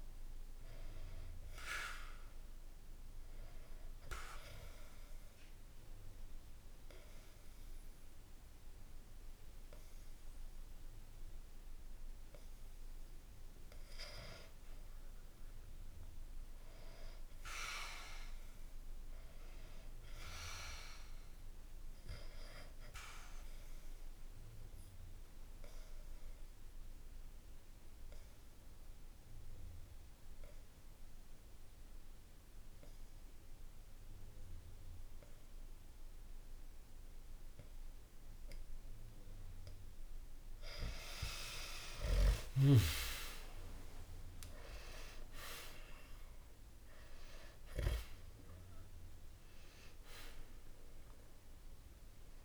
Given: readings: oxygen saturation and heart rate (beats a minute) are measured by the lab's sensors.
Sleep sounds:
breathing in sleep by a room microphone; 2
2.00-17.00 s: oxygen desaturation (device-marked, oxygen 98% before, 93% lowest, heart rate 65 before, 63 extreme)
3.00-13.50 s: obstructive apnea (oxygen 98% before, 92% lowest, heart rate 65 before, 65 extreme, up 2 after)
15.50-20.00 s: arousal
23.50-39.50 s: obstructive apnea (oxygen 98% before, 92% lowest, heart rate 66 before, 63 extreme, up 4 after)
41.00-46.00 s: arousal
45.00-52.45 s: oxygen desaturation (device-marked, oxygen 96% before, 92% lowest, heart rate 65 before, 64 extreme)
From the record:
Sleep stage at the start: REM sleep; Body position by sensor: on the back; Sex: male

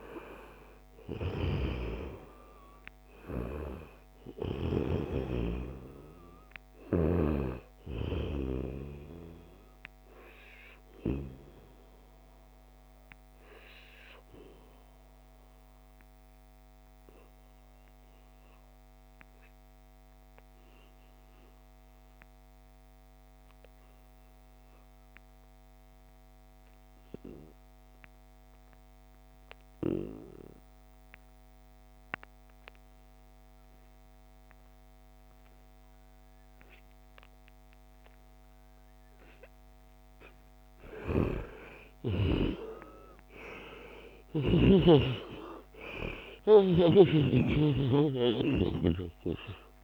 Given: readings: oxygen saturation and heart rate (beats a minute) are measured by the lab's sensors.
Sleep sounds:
breathing in sleep by a microphone on the trachea; 1
0.00-17.50 s: oxygen desaturation (device-marked, oxygen 88% lowest, heart rate 69 extreme)
10.00-39.50 s: obstructive apnea (oxygen 97% before, 88% lowest, heart rate 74 before, 69 extreme, up 5 after)
35.50-49.84 s: oxygen desaturation (device-marked, oxygen 98% before, 89% lowest, heart rate 72 before, 68 extreme)
41.00-46.50 s: arousal
From the record:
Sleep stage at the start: N2 (light sleep); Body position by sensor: on the back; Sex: male

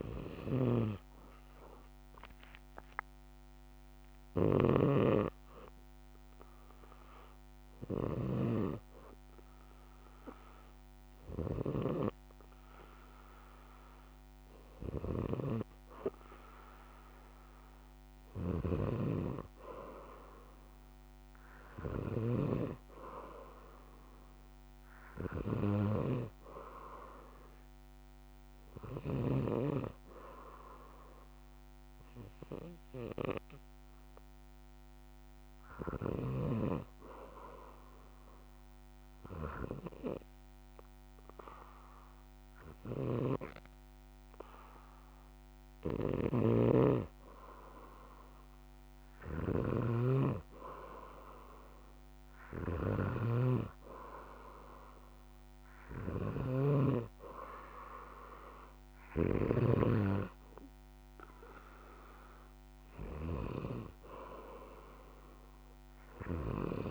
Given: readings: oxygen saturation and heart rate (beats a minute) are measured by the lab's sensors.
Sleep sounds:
breathing in sleep by a microphone on the trachea; 2
0.50-12.00 s: snoring (device-marked)
3.50-15.50 s: hypopnea (oxygen 96% before, 94% lowest, heart rate 63 before, 61 extreme, up 3 after)
17.50-21.50 s: arousal
18.50-22.50 s: snoring (device-marked)
38.00-50.00 s: hypopnea (oxygen 96% before, 94% lowest, heart rate 64 before, 62 extreme, up 1 after)
43.00-60.00 s: snoring (device-marked)
53.00-56.50 s: arousal
From the record:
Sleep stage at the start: N2 (light sleep); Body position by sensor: on the back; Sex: male

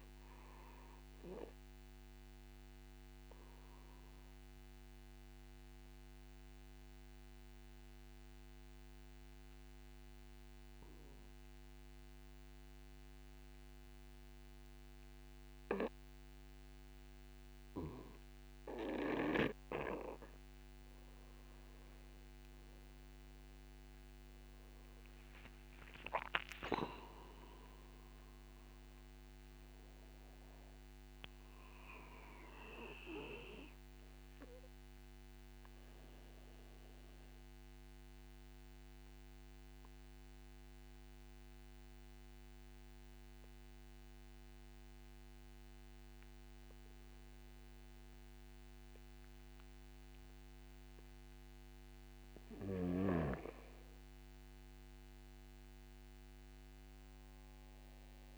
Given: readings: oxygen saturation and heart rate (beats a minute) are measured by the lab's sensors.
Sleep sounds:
breathing in sleep by a microphone on the trachea; 2
0.00-18.50 s: oxygen desaturation (device-marked, oxygen 90% lowest)
1.00-18.50 s: obstructive apnea (oxygen 97% before, 85% lowest)
20.50-45.50 s: oxygen desaturation (device-marked, oxygen 94% before, 85% lowest)
24.00-28.50 s: arousal
39.00-52.00 s: obstructive apnea (oxygen 94% before, 85% lowest, heart rate 59 before, 31 extreme, up 0 after)
55.00-58.38 s: arousal
From the record:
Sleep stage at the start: N2 (light sleep); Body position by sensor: on the back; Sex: male

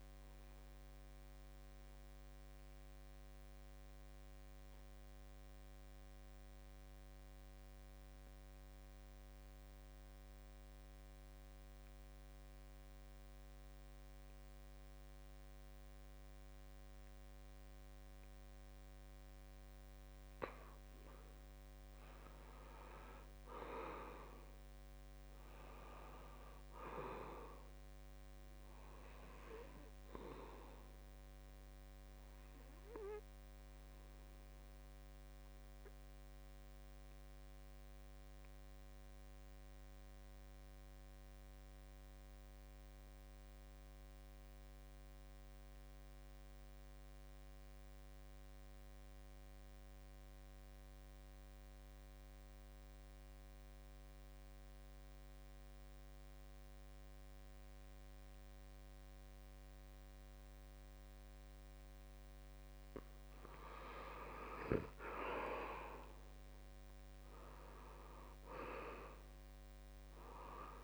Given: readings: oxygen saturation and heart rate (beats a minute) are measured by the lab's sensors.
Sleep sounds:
breathing in sleep by a microphone on the trachea; 2
0.50-21.00 s: mixed apnea (oxygen 91% before, 83% lowest, heart rate 74 before, 69 extreme, up 4 after)
22.00-26.50 s: arousal
22.00-46.00 s: oxygen desaturation (device-marked, oxygen 95% before, 86% lowest, heart rate 71 before, 69 extreme)
29.50-31.50 s: long interval between heartbeats (device-marked, heart rate 73 before, 76 extreme)
32.00-62.50 s: obstructive apnea (oxygen 95% before, 81% lowest, heart rate 74 before, 67 extreme, up 5 after)
34.00-36.00 s: long interval between heartbeats (device-marked, heart rate 74 before, 71 extreme)
59.00-70.84 s: oxygen desaturation (device-marked, oxygen 95% before, 81% lowest, heart rate 72 before, 67 extreme)
65.50-70.00 s: arousal
From the record:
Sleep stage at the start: N2 (light sleep); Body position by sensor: on the back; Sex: male

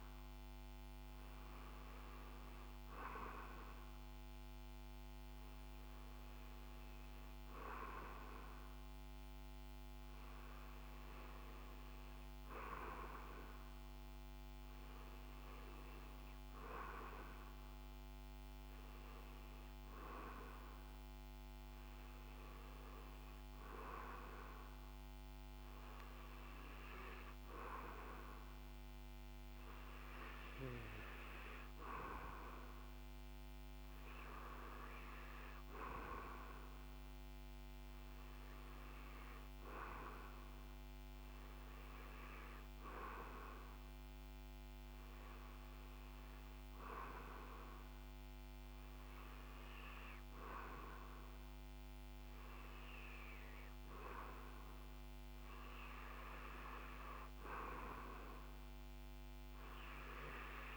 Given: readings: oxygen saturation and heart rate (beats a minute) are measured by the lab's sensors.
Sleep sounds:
breathing in sleep by a microphone on the trachea; none
none scored
From the record:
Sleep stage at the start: REM sleep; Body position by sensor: on the back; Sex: male

